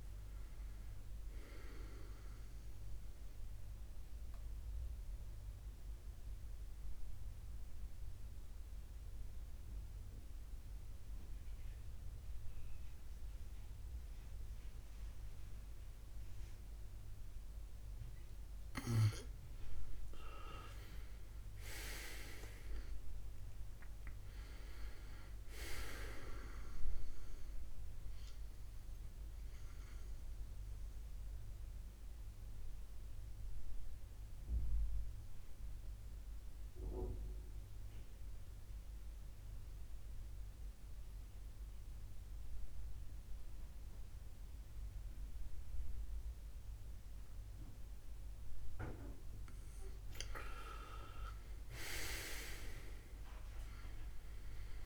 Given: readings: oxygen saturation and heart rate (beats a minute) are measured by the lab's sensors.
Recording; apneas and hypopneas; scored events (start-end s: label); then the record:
breathing in sleep by a room microphone; 2
0.00-5.00 s: oxygen desaturation (device-marked, oxygen 92% lowest, heart rate 63 extreme)
3.00-18.50 s: mixed apnea (oxygen 96% before, 91% lowest, heart rate 70 before, 63 extreme, up 15 after)
13.00-24.00 s: oxygen desaturation (device-marked, oxygen 99% before, 93% lowest, heart rate 69 before, 66 extreme)
20.50-24.00 s: arousal
28.00-49.50 s: mixed apnea (oxygen 99% before, 91% lowest, heart rate 70 before, 66 extreme, up 7 after)
35.00-52.00 s: oxygen desaturation (device-marked, oxygen 96% before, 91% lowest, heart rate 72 before, 66 extreme)
51.00-54.86 s: arousal
From the record:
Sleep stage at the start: N2 (light sleep); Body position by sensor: on the back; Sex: male